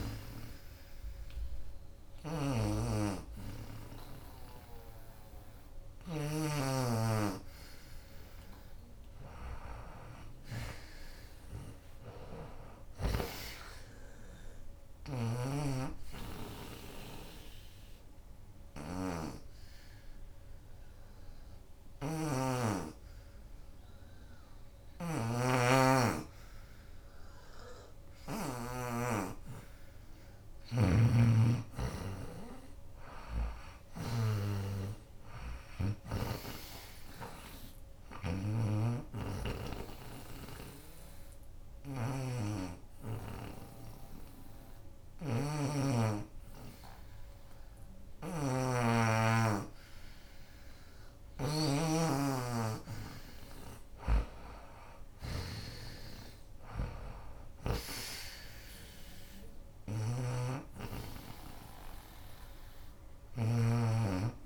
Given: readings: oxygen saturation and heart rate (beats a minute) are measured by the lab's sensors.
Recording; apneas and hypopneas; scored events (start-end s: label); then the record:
breathing in sleep by a room microphone; 2
0.00-2.50 s: drop in pulse transit time (device-marked, heart rate 76 extreme)
0.00-11.50 s: oxygen desaturation (device-marked, oxygen 82% lowest, heart rate 63 extreme)
16.50-29.50 s: obstructive apnea (oxygen 90% before, 84% lowest, heart rate 85 before, 63 extreme, up 24 after)
31.00-34.00 s: arousal
35.50-52.50 s: oxygen desaturation (device-marked, oxygen 92% before, 86% lowest, heart rate 76 before, 66 extreme)
38.50-52.50 s: hypopnea (oxygen 92% before, 84% lowest, heart rate 75 before, 66 extreme, up 19 after)
41.50-43.50 s: long interval between heartbeats (device-marked, heart rate 76 before, 78 extreme)
51.50-62.50 s: drop in pulse transit time (device-marked, heart rate 79 before, 66 extreme)
52.00-54.00 s: long interval between heartbeats (device-marked, heart rate 79 before, 69 extreme)
54.00-57.50 s: arousal
54.50-64.46 s: oxygen desaturation (device-marked, oxygen 92% before, 84% lowest, heart rate 76 before, 66 extreme)
From the record:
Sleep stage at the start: N2 (light sleep); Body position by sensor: on the back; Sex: female